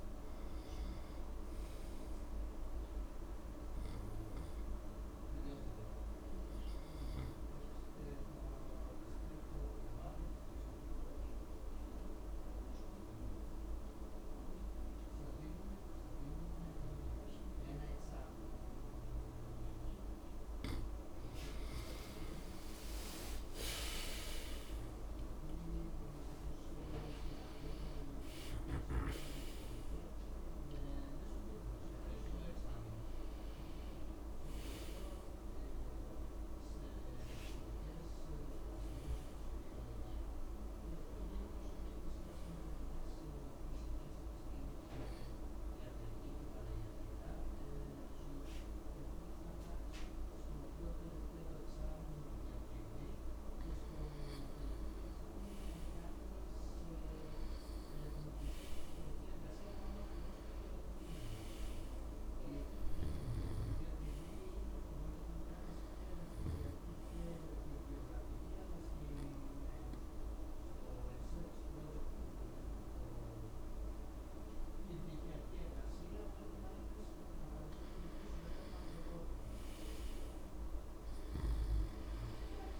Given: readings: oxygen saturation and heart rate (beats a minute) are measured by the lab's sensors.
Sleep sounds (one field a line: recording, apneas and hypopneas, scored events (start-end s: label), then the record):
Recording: breathing in sleep, hard to hear, by a room microphone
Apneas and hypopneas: 3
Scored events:
0.00-11.00 s: oxygen desaturation (device-marked, oxygen 90% lowest)
1.50-3.50 s: long interval between heartbeats (device-marked)
8.50-20.50 s: obstructive apnea (oxygen 95% before, 88% lowest)
22.50-27.50 s: arousal
23.00-44.00 s: oxygen desaturation (device-marked, oxygen 96% before, 88% lowest)
44.00-54.50 s: obstructive apnea (oxygen 96% before, 91% lowest)
57.00-59.50 s: arousal
62.00-77.00 s: oxygen desaturation (device-marked, oxygen 98% before, 91% lowest)
67.00-78.00 s: obstructive apnea (oxygen 98% before, 90% lowest)
79.50-82.50 s: arousal
From the record:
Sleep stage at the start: N2 (light sleep)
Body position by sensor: on the back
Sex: male